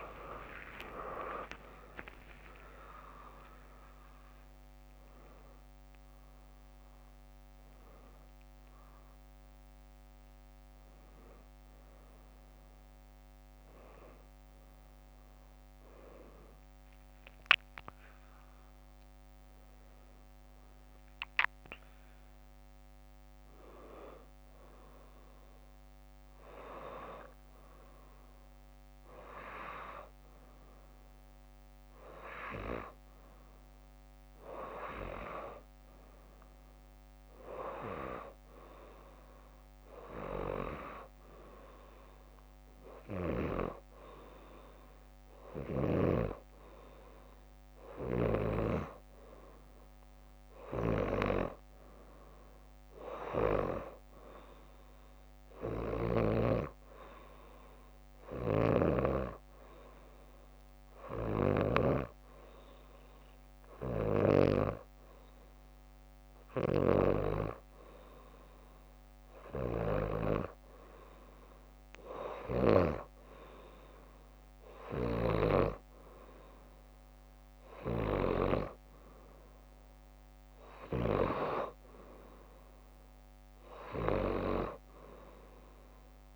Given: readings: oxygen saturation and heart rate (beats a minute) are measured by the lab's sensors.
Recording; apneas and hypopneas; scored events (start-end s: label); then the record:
a person partly awake in a sleep study, by a microphone on the trachea; none
0.00-5.00 s: leg movement (device-marked)
1.50-18.50 s: drop in pulse transit time (device-marked, heart rate 63 before, 68 extreme)
20.50-24.50 s: leg movement (device-marked)
27.50-86.36 s: new sleep stage, N2 (light sleep)
58.00-60.50 s: leg movement (device-marked)
58.00-64.50 s: snoring (device-marked)
66.50-70.00 s: snoring (device-marked)
74.50-78.50 s: snoring (device-marked)
80.50-86.36 s: snoring (device-marked)
From the record:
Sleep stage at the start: awake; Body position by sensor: upright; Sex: female